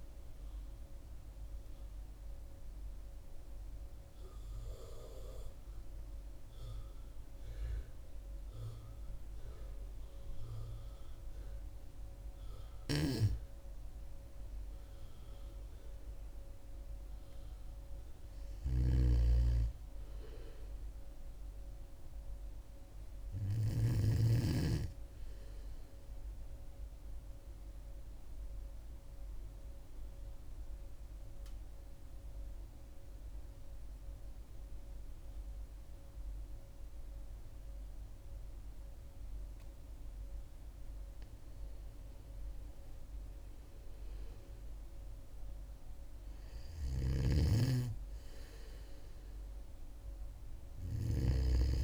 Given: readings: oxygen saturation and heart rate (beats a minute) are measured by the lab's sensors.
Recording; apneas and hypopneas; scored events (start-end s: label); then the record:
breathing in sleep by a room microphone; 2
1.00-12.00 s: obstructive apnea (oxygen 97% before, 96% lowest, heart rate 76 before, 60 extreme, up 5 after)
14.00-17.50 s: arousal
18.00-23.50 s: snoring (device-marked)
27.50-40.50 s: obstructive apnea (oxygen 100% before, 96% lowest, heart rate 64 before, 57 extreme, up 3 after)
41.50-44.50 s: arousal
46.50-51.84 s: snoring (device-marked)
From the record:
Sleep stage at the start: N2 (light sleep); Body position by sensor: on the back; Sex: female